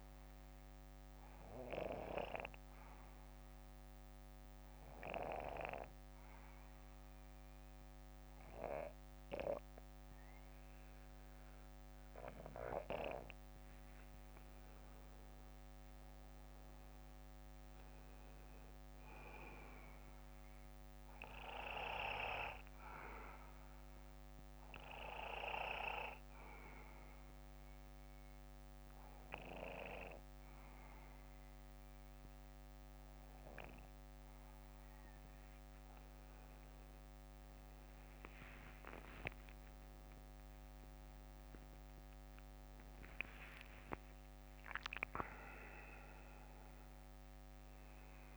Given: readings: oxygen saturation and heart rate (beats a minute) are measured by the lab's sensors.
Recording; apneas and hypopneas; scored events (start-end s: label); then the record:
breathing in sleep by a microphone on the trachea; 2
0.00-11.50 s: bradycardia (device-marked, heart rate 49 extreme)
3.50-14.50 s: obstructive apnea (oxygen 97% before, 92% lowest, heart rate 58 before, 50 extreme, up 12 after)
17.00-20.50 s: arousal
19.50-21.50 s: bradycardia (device-marked, heart rate 60 before, 61 extreme)
22.50-35.50 s: bradycardia (device-marked, heart rate 60 before, 50 extreme)
27.50-38.00 s: obstructive apnea (oxygen 96% before, 92% lowest, heart rate 60 before, 50 extreme, up 21 after)
35.50-46.50 s: oxygen desaturation (device-marked, oxygen 95% before, 92% lowest, heart rate 60 before, 55 extreme)
40.00-45.00 s: arousal
From the record:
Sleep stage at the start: N2 (light sleep); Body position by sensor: on the back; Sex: male